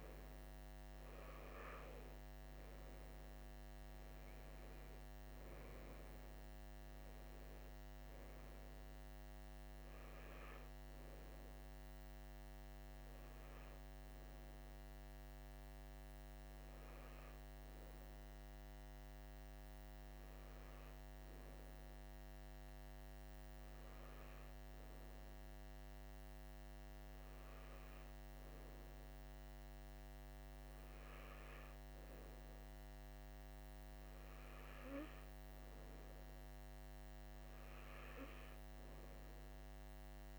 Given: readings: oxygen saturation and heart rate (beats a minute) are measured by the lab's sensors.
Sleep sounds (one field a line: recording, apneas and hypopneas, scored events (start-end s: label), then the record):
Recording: breathing in sleep, hard to hear, by a microphone on the trachea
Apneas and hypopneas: none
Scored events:
none scored
From the record:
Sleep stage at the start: N2 (light sleep)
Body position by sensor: on the right side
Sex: male